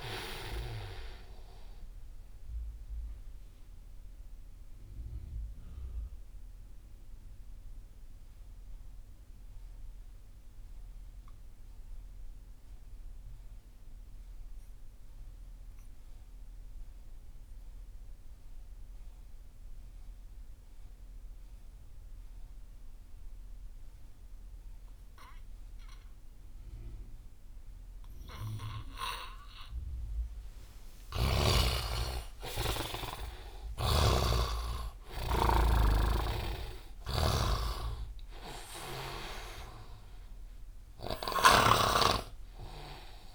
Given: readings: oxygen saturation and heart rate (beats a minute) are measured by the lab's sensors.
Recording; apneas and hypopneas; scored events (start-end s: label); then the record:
breathing in sleep by a room microphone; 1
0.00-19.00 s: oxygen desaturation (device-marked, oxygen 60% lowest)
3.00-31.00 s: mixed apnea (oxygen 87% before, 60% lowest)
30.00-43.35 s: oxygen desaturation (device-marked, oxygen 100% before, 72% lowest)
31.00-42.00 s: snoring (device-marked)
32.00-36.00 s: arousal
From the record:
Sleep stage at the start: REM sleep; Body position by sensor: on the right side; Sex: male